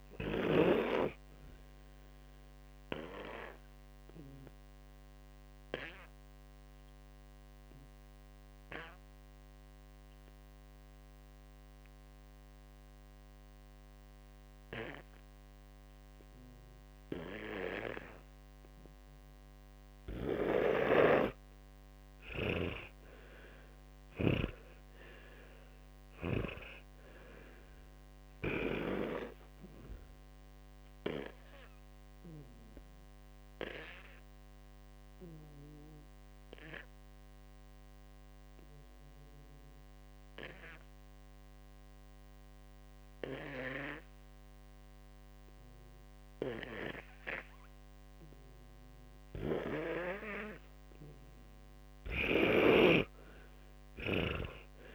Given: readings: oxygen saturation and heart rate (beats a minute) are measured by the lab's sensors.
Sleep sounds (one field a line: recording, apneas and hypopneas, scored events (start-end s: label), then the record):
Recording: breathing in sleep by a microphone on the trachea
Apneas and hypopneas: 2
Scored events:
2.00-17.00 s: obstructive apnea (oxygen 100% before, 92% lowest, heart rate 68 before, 58 extreme, up 17 after)
19.50-23.50 s: arousal
36.00-47.00 s: obstructive apnea (oxygen 96% before, 90% lowest, heart rate 70 before, 55 extreme, up 10 after)
50.00-54.95 s: oxygen desaturation (device-marked, oxygen 96% before, 92% lowest, heart rate 61 before, 55 extreme)
53.50-54.95 s: arousal
From the record:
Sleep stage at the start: N2 (light sleep)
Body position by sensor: on the back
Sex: male